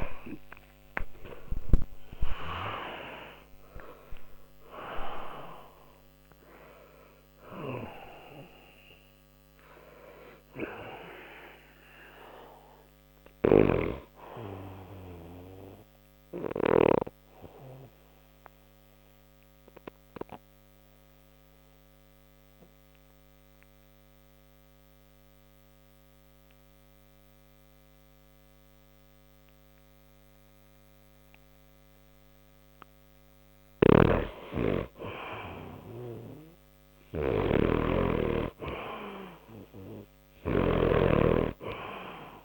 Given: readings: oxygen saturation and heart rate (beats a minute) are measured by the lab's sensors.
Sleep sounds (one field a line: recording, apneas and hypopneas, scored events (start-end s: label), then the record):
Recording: breathing in sleep by a microphone on the trachea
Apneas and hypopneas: 1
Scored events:
0.00-2.50 s: arousal
16.50-33.50 s: mixed apnea (oxygen 96% before, 91% lowest, heart rate 70 before, 59 extreme, up 1 after)
22.50-37.50 s: oxygen desaturation (device-marked, oxygen 95% before, 91% lowest, heart rate 65 before, 60 extreme)
33.00-42.45 s: snoring (device-marked)
36.50-40.00 s: arousal
From the record:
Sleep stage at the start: N2 (light sleep)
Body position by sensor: on the back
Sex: male